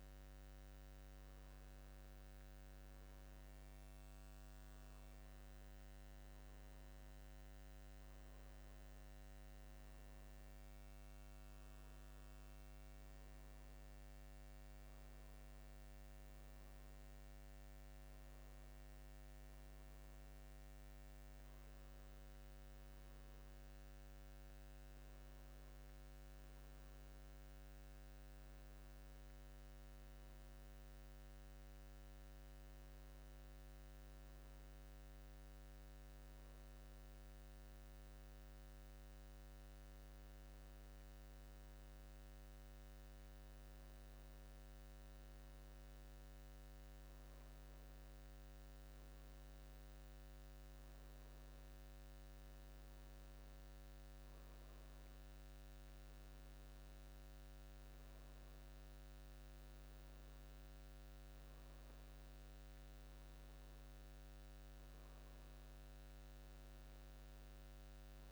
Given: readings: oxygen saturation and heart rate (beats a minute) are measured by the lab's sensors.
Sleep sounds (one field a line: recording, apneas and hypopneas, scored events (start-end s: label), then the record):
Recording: breathing in sleep, hard to hear, by a microphone on the trachea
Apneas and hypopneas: none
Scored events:
none scored
From the record:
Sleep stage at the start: N2 (light sleep)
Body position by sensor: on the back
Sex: male